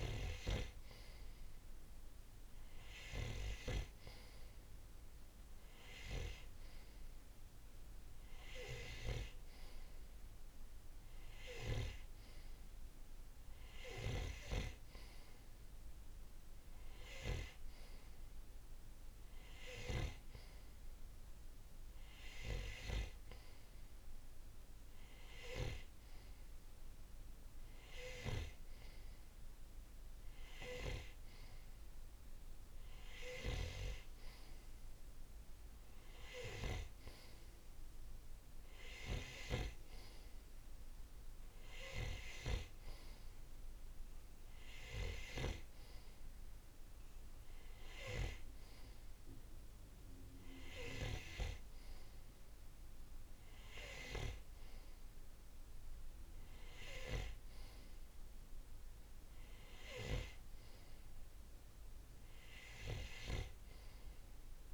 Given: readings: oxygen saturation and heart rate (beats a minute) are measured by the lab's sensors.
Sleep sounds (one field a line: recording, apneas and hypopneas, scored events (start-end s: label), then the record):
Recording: breathing in sleep by a room microphone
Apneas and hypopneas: none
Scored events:
none scored
From the record:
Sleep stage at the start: N3 (deep sleep)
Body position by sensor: on the right side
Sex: male